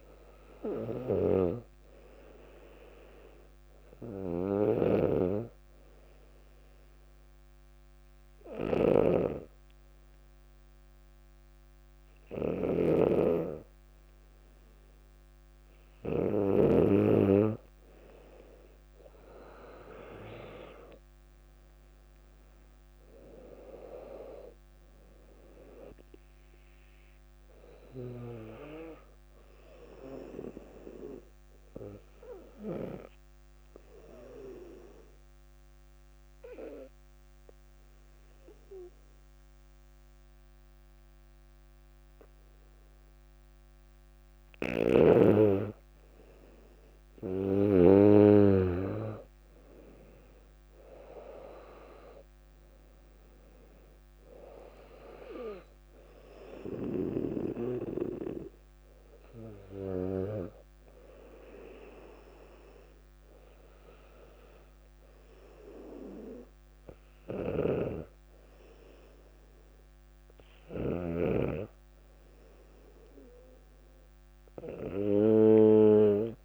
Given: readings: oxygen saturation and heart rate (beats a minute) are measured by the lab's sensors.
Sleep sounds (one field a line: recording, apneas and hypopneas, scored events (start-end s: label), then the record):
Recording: breathing in sleep by a microphone on the trachea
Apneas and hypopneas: 2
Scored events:
0.50-14.50 s: oxygen desaturation (device-marked, oxygen 99% before, 96% lowest, heart rate 59 before, 61 extreme)
1.00-16.50 s: snoring (device-marked)
6.50-17.00 s: obstructive apnea (oxygen 99% before, 94% lowest, heart rate 60 before, 60 extreme, up 3 after)
19.50-23.00 s: arousal
23.50-42.50 s: oxygen desaturation (device-marked, oxygen 97% before, 94% lowest, heart rate 63 before, 59 extreme)
31.50-45.00 s: obstructive apnea (oxygen 97% before, 94% lowest, heart rate 63 before, 59 extreme, up 4 after)
48.00-52.00 s: arousal
53.50-69.50 s: oxygen desaturation (device-marked, oxygen 98% before, 95% lowest, heart rate 62 before, 59 extreme)
67.50-71.50 s: snoring (device-marked)
From the record:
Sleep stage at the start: N2 (light sleep)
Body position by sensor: on the back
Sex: female